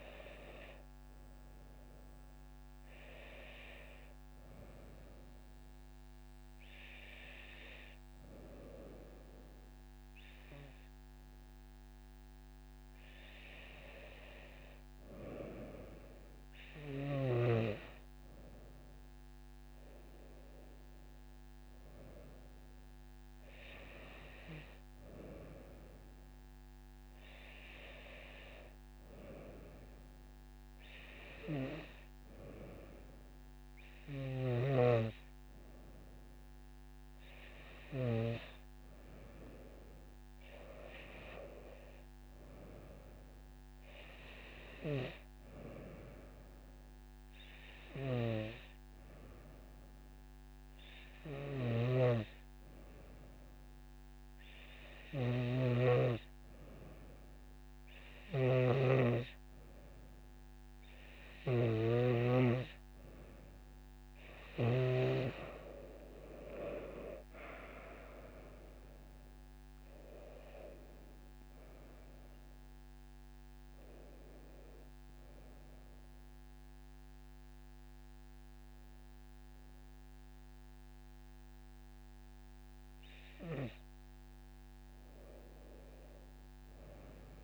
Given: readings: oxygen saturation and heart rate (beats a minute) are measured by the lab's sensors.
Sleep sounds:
breathing in sleep by a microphone on the trachea; none
66.00-70.00 s: arousal
From the record:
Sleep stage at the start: N2 (light sleep); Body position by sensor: on the right side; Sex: female

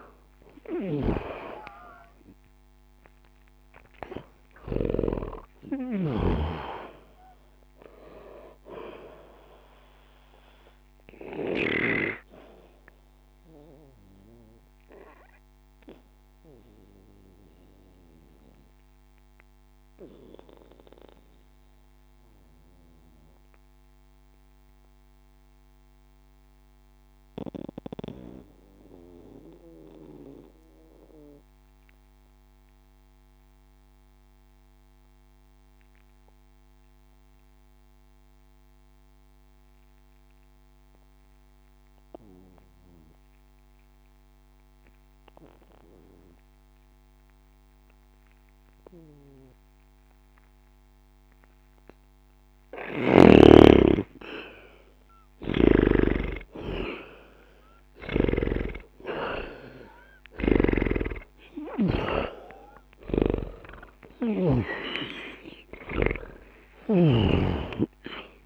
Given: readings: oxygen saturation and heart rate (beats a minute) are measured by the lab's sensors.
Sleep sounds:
breathing in sleep by a microphone on the trachea; 1
0.00-11.00 s: oxygen desaturation (device-marked, oxygen 85% lowest, heart rate 60 extreme)
0.50-6.50 s: snoring (device-marked)
12.00-51.50 s: obstructive apnea (oxygen 90% before, 76% lowest, heart rate 65 before, 60 extreme, up 6 after)
17.00-36.00 s: oxygen desaturation (device-marked, oxygen 87% before, 76% lowest, heart rate 63 before, 60 extreme)
49.00-68.46 s: oxygen desaturation (device-marked, oxygen 99% before, 77% lowest, heart rate 60 before, 60 extreme)
53.50-57.00 s: arousal
55.50-64.50 s: snoring (device-marked)
From the record:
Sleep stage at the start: N2 (light sleep); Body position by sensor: on the back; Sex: male

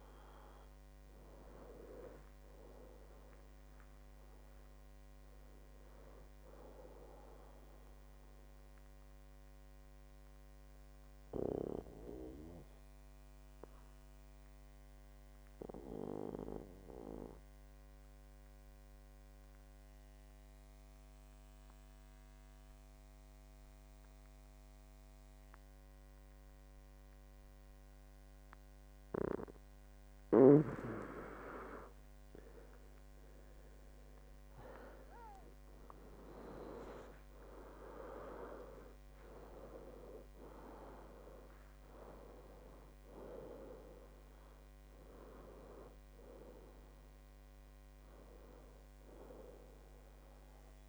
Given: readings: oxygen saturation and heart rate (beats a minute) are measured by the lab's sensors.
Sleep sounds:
breathing in sleep by a microphone on the trachea; 1
0.00-16.50 s: oxygen desaturation (device-marked, oxygen 90% lowest, heart rate 59 extreme)
9.00-30.00 s: obstructive apnea (oxygen 97% before, 90% lowest, heart rate 79 before, 59 extreme, up 21 after)
32.50-37.00 s: arousal
33.50-50.89 s: oxygen desaturation (device-marked, oxygen 99% before, 92% lowest, heart rate 62 before, 70 extreme)
From the record:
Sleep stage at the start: N2 (light sleep); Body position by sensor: on the back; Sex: male

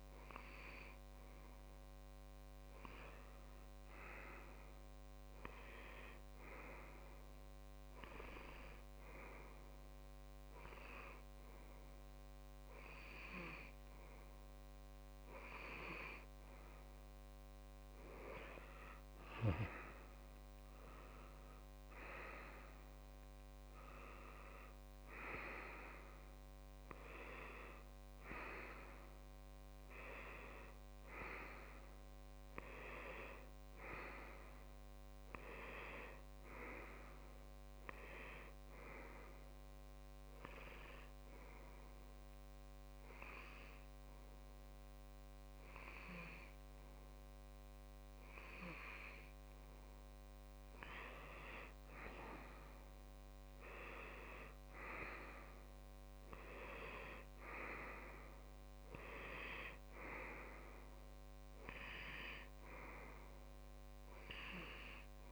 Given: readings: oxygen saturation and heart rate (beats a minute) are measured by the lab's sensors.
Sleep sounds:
breathing in sleep by a microphone on the trachea; 1
20.50-25.00 s: arousal
41.50-51.50 s: hypopnea (oxygen 98% before, 94% lowest)
53.00-57.00 s: arousal
From the record:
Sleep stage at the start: N2 (light sleep); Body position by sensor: on the left side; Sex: male

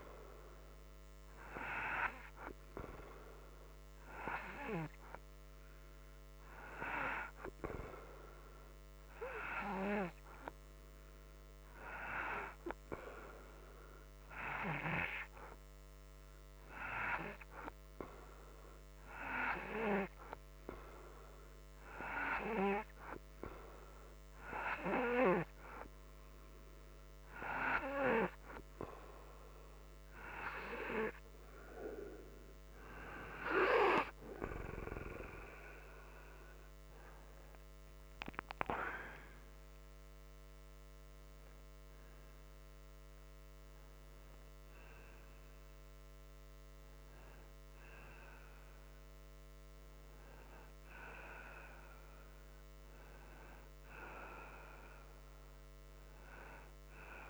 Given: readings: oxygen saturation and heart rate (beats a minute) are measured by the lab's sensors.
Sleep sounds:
breathing in sleep by a microphone on the trachea; 1
9.00-22.50 s: hypopnea (oxygen 91% before, 89% lowest)
28.00-31.50 s: arousal
From the record:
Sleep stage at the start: N2 (light sleep); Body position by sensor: upright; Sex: male

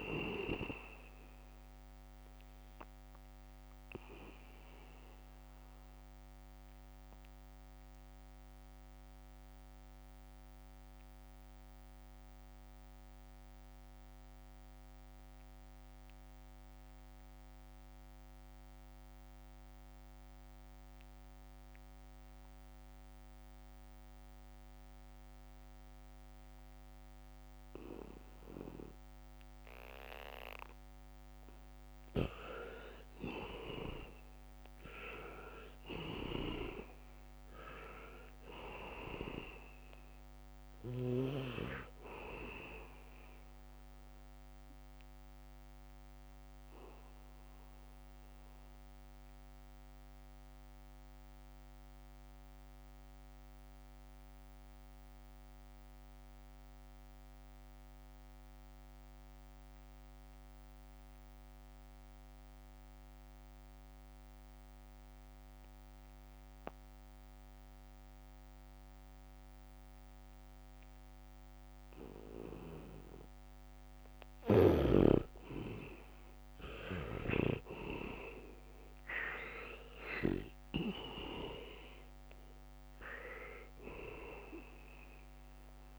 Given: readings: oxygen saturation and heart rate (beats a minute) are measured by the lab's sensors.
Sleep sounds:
breathing in sleep by a microphone on the trachea; 2
0.00-1.50 s: leg movement (device-marked)
0.00-20.00 s: oxygen desaturation (device-marked, oxygen 77% lowest, heart rate 63 extreme)
3.50-30.50 s: obstructive apnea (oxygen 99% before, 77% lowest, heart rate 68 before, 65 extreme, up 3 after)
16.00-18.50 s: leg movement (device-marked)
20.00-22.50 s: leg movement (device-marked)
24.00-60.00 s: oxygen desaturation (device-marked, oxygen 99% before, 77% lowest, heart rate 71 before, 64 extreme)
33.50-38.00 s: arousal
45.50-75.00 s: mixed apnea (oxygen 99% before, 77% lowest, heart rate 69 before, 64 extreme, up 1 after)
66.00-85.99 s: oxygen desaturation (device-marked, oxygen 99% before, 77% lowest, heart rate 73 before, 64 extreme)
78.50-82.50 s: arousal
From the record:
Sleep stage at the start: N2 (light sleep); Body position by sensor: on the back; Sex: male

